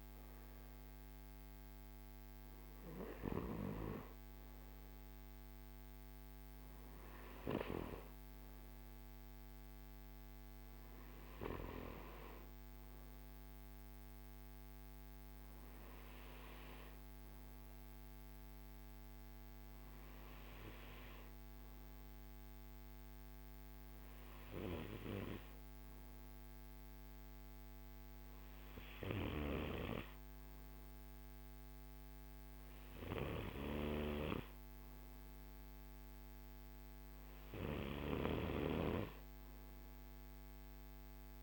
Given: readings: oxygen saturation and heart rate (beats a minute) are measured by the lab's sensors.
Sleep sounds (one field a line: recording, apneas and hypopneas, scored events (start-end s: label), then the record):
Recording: breathing in sleep by a microphone on the trachea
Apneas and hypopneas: none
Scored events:
none scored
From the record:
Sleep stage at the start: N2 (light sleep)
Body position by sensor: on the right side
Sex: male